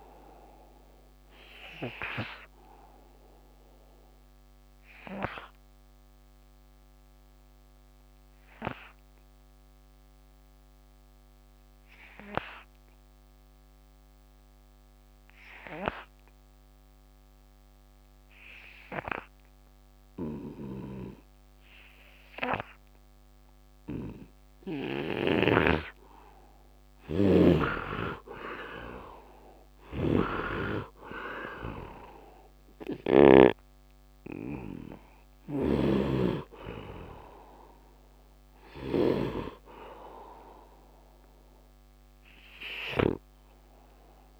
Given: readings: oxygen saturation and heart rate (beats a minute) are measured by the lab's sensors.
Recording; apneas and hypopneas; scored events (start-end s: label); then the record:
breathing in sleep by a microphone on the trachea; 1
0.00-18.50 s: oxygen desaturation (device-marked, oxygen 64% lowest, heart rate 69 extreme)
1.00-26.00 s: obstructive apnea (oxygen 99% before, 64% lowest, heart rate 85 before, 69 extreme, up 34 after)
20.50-44.40 s: oxygen desaturation (device-marked, oxygen 100% before, 73% lowest, heart rate 73 before, 71 extreme)
23.50-33.00 s: snoring (device-marked)
28.50-32.50 s: arousal
35.00-43.00 s: snoring (device-marked)
From the record:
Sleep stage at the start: N2 (light sleep); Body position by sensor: on the right side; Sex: male